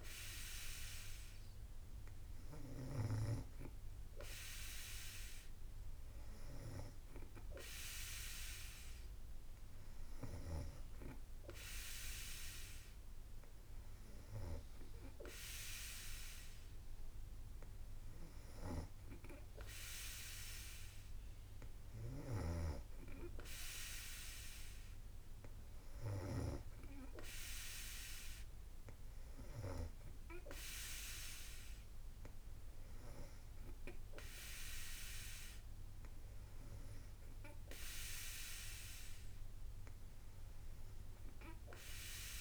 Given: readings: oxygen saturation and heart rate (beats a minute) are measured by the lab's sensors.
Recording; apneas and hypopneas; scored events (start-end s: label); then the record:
breathing in sleep by a room microphone; none
4.50-42.41 s: new sleep stage, N3 (deep sleep)
24.00-26.00 s: long interval between heartbeats (device-marked, heart rate 57 before, 58 extreme)
From the record:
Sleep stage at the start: N2 (light sleep); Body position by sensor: on the back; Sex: female